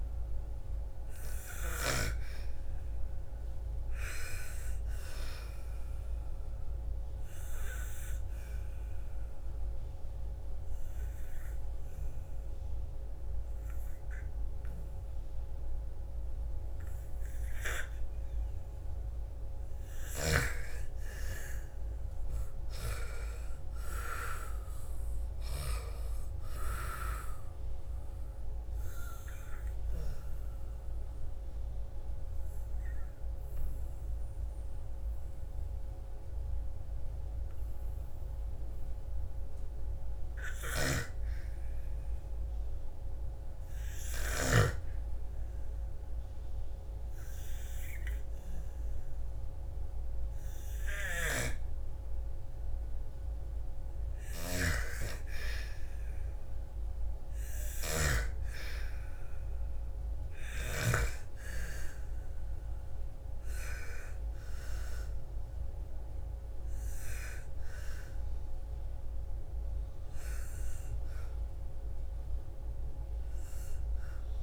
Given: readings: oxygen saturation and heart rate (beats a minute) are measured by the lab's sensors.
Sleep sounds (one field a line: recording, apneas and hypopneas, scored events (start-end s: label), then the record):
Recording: breathing in sleep by a room microphone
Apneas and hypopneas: 2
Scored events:
0.00-1.00 s: arousal
1.50-15.50 s: oxygen desaturation (device-marked, oxygen 96% before, 91% lowest, heart rate 58 before, 55 extreme)
5.00-18.50 s: obstructive apnea (oxygen 98% before, 89% lowest, heart rate 58 before, 55 extreme, up 4 after)
20.00-24.00 s: arousal
24.50-40.50 s: oxygen desaturation (device-marked, oxygen 96% before, 89% lowest, heart rate 62 before, 55 extreme)
27.50-38.50 s: obstructive apnea (oxygen 96% before, 89% lowest, heart rate 62 before, 55 extreme, up 3 after)
40.50-45.00 s: arousal
52.50-74.43 s: oxygen desaturation (device-marked, oxygen 98% before, 92% lowest, heart rate 58 before, 57 extreme)
53.50-60.50 s: snoring (device-marked)
70.00-73.00 s: arousal
From the record:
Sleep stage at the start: N2 (light sleep)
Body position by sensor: on the back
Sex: female